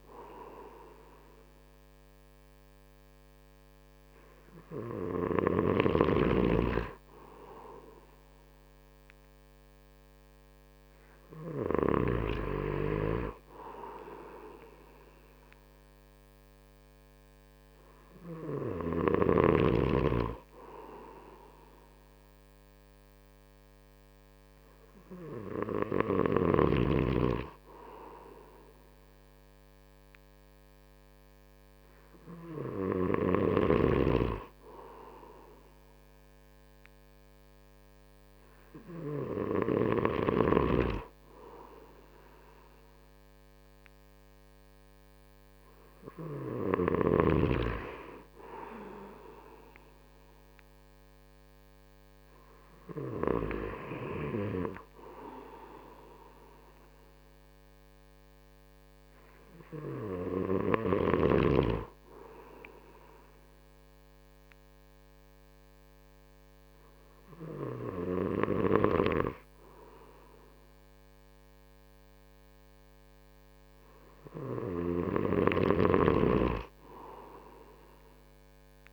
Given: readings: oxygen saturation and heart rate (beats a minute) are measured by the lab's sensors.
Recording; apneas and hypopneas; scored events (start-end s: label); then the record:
breathing in sleep by a microphone on the trachea; none
5.50-12.00 s: snoring (device-marked)
From the record:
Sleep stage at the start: N3 (deep sleep); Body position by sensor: on the right side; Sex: male